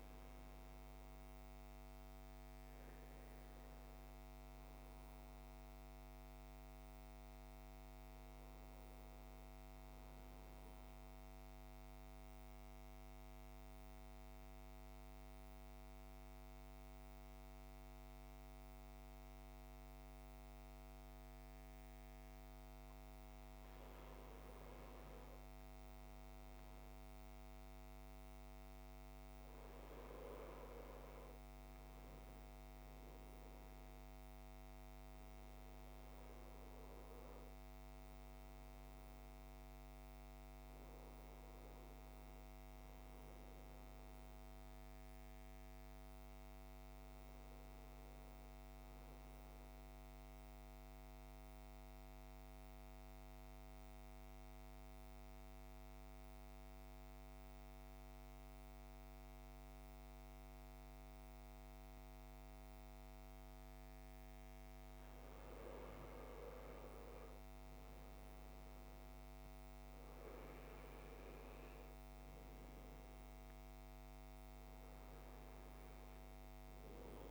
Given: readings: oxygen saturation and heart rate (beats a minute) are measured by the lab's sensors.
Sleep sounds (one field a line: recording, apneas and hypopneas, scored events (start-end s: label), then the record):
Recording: breathing in sleep, hard to hear, by a microphone on the trachea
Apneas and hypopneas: 2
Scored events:
0.00-12.50 s: oxygen desaturation (device-marked, oxygen 91% lowest, heart rate 57 extreme)
10.00-23.50 s: central apnea (oxygen 97% before, 89% lowest, heart rate 61 before, 57 extreme, up 5 after)
25.50-29.00 s: arousal
27.50-46.50 s: oxygen desaturation (device-marked, oxygen 98% before, 92% lowest, heart rate 60 before, 57 extreme)
49.50-63.50 s: central apnea (oxygen 98% before, 89% lowest, heart rate 61 before, 55 extreme, up 4 after)
67.00-72.00 s: arousal
68.50-77.31 s: oxygen desaturation (device-marked, oxygen 97% before, 89% lowest, heart rate 59 before, 55 extreme)
From the record:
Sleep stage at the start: N2 (light sleep)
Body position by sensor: on the right side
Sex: male